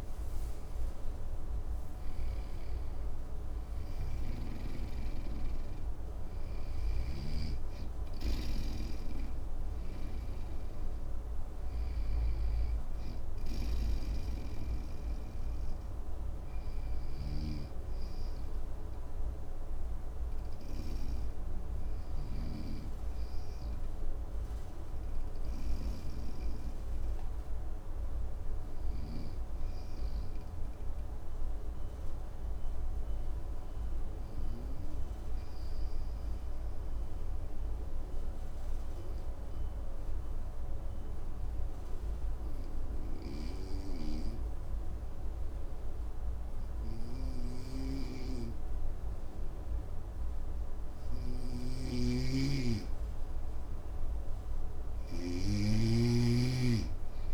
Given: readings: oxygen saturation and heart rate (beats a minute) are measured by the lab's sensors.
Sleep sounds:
breathing in sleep by a room microphone; 1
31.50-52.50 s: obstructive apnea (oxygen 99% before, 94% lowest, heart rate 58 before, 56 extreme, up 8 after)
51.00-57.34 s: snoring (device-marked)
51.50-57.34 s: oxygen desaturation (device-marked, oxygen 98% before, 94% lowest, heart rate 57 before, 56 extreme)
56.00-57.34 s: arousal
From the record:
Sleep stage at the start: N2 (light sleep); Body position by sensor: on the front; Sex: male

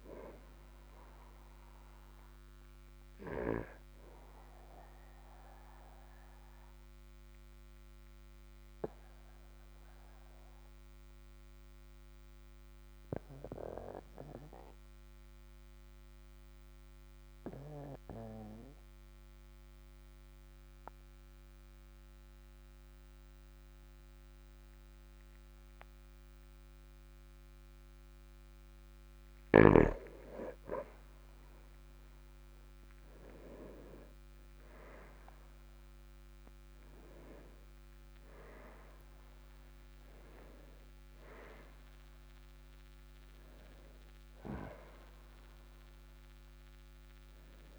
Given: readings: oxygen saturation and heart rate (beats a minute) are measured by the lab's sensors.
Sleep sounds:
breathing in sleep by a microphone on the trachea; 1
6.00-28.50 s: obstructive apnea (oxygen 98% before, 95% lowest, heart rate 55 before, 44 extreme, up 14 after)
30.50-33.50 s: arousal
35.50-46.50 s: oxygen desaturation (device-marked, oxygen 98% before, 95% lowest, heart rate 48 before, 45 extreme)
From the record:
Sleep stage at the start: N2 (light sleep); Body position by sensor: on the back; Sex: male

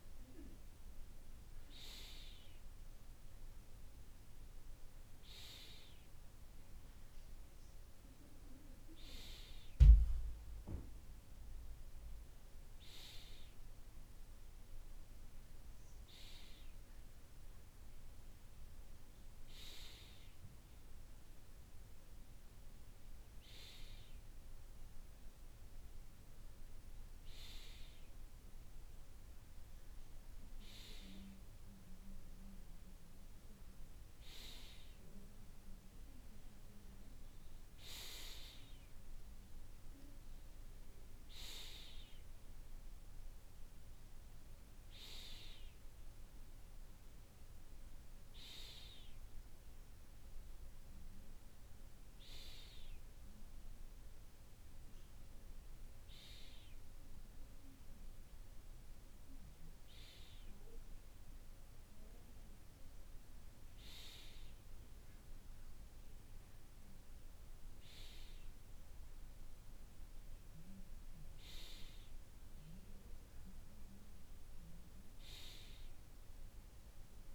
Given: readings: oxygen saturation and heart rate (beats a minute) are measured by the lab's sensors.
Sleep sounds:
breathing in sleep by a room microphone; none
none scored
From the record:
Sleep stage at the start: N2 (light sleep); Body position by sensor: on the right side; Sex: male

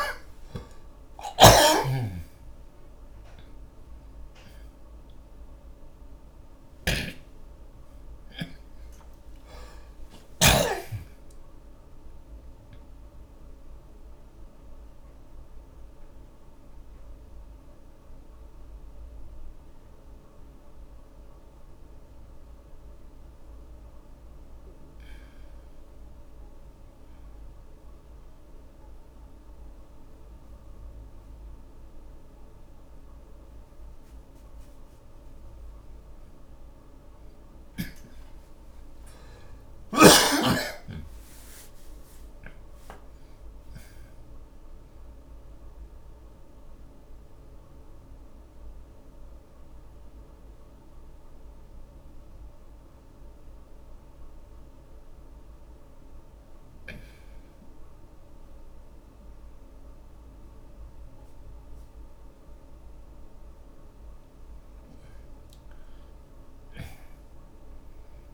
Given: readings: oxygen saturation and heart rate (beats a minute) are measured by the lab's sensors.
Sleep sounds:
breathing in sleep by a room microphone; 2
0.00-3.00 s: arousal
2.00-11.00 s: snoring (device-marked)
9.00-26.00 s: oxygen desaturation (device-marked, oxygen 92% before, 75% lowest)
14.00-34.00 s: mixed apnea (oxygen 92% before, 75% lowest)
36.50-41.50 s: arousal
41.00-48.00 s: oxygen desaturation (device-marked, oxygen 98% before, 91% lowest)
47.00-63.00 s: mixed apnea (oxygen 98% before, 76% lowest)
50.00-66.00 s: oxygen desaturation (device-marked, oxygen 96% before, 79% lowest)
65.00-68.34 s: arousal
From the record:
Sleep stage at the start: N2 (light sleep); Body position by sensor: on the back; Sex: male

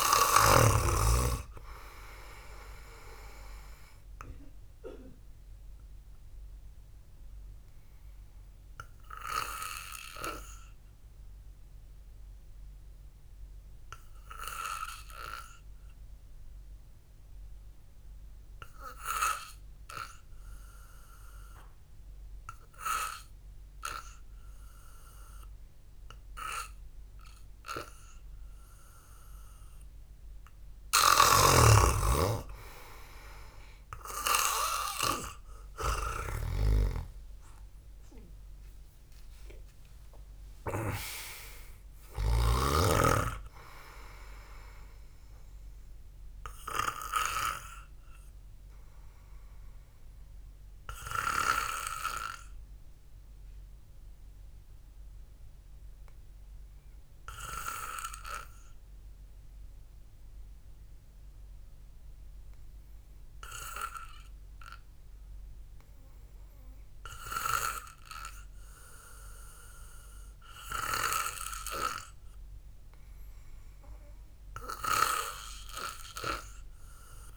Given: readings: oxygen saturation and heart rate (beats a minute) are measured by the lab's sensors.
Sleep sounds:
breathing in sleep by a room microphone; 2
0.00-1.50 s: snoring (device-marked)
0.00-28.00 s: oxygen desaturation (device-marked, oxygen 92% lowest, heart rate 51 extreme)
5.00-20.50 s: obstructive apnea (oxygen 99% before, 91% lowest, heart rate 63 before, 51 extreme, up 5 after)
21.50-24.50 s: arousal
31.50-43.00 s: snoring (device-marked)
42.00-45.50 s: arousal
48.50-67.00 s: obstructive apnea (oxygen 97% before, 91% lowest, heart rate 60 before, 56 extreme, up 1 after)
54.00-65.00 s: oxygen desaturation (device-marked, oxygen 94% before, 91% lowest, heart rate 62 before, 56 extreme)
68.50-72.00 s: arousal
From the record:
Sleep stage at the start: N2 (light sleep); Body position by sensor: on the back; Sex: male

